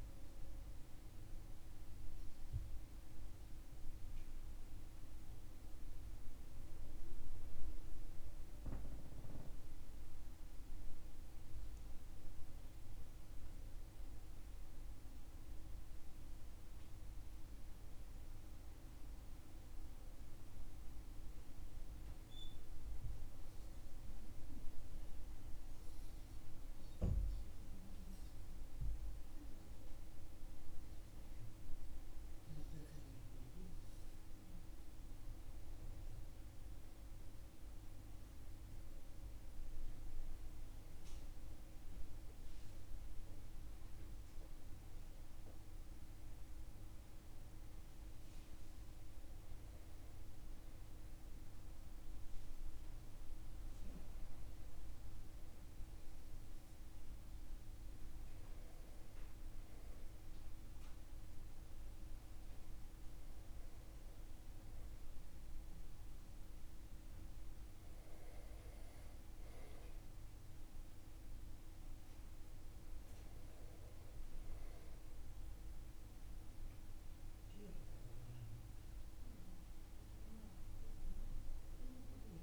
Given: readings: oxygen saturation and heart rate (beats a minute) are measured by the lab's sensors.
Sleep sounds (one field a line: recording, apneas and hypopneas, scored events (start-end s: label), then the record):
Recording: breathing in sleep, hard to hear, by a room microphone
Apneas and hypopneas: none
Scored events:
18.00-82.43 s: new sleep stage, REM sleep
From the record:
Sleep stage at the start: N1 (lightest sleep)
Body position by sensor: on the back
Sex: male